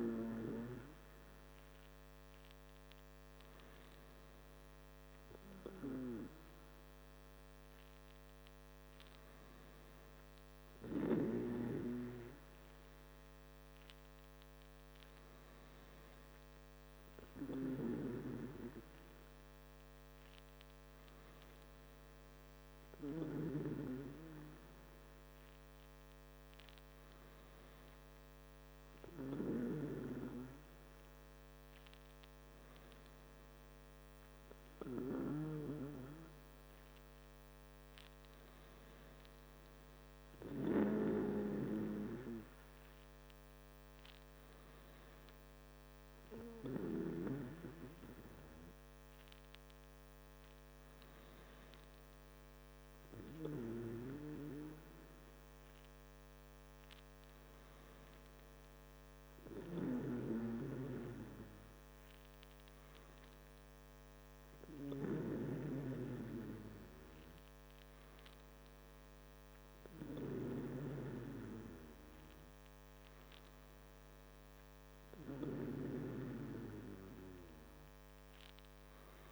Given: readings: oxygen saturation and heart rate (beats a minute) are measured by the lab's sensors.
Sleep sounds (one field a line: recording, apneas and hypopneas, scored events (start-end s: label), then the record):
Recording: breathing in sleep by a microphone on the trachea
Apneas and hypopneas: none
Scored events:
none scored
From the record:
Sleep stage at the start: N2 (light sleep)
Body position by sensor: on the back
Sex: male